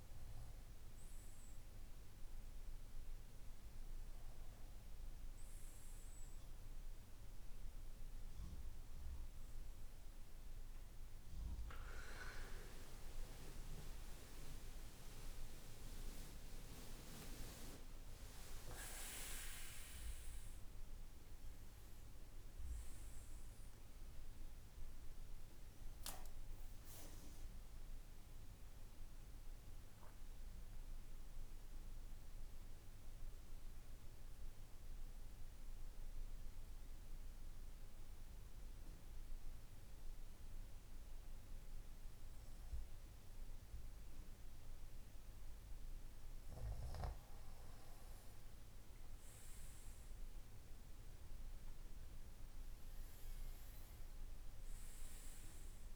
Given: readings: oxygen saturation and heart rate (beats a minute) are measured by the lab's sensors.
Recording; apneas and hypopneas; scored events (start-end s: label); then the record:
breathing in sleep by a room microphone; 1
12.50-18.00 s: arousal
13.00-15.00 s: long interval between heartbeats (device-marked, heart rate 58 before, 70 extreme)
34.00-46.50 s: obstructive apnea (oxygen 95% before, 93% lowest, heart rate 71 before, 53 extreme, up 8 after)
49.00-53.00 s: arousal
From the record:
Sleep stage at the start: N2 (light sleep); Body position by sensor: on the right side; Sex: male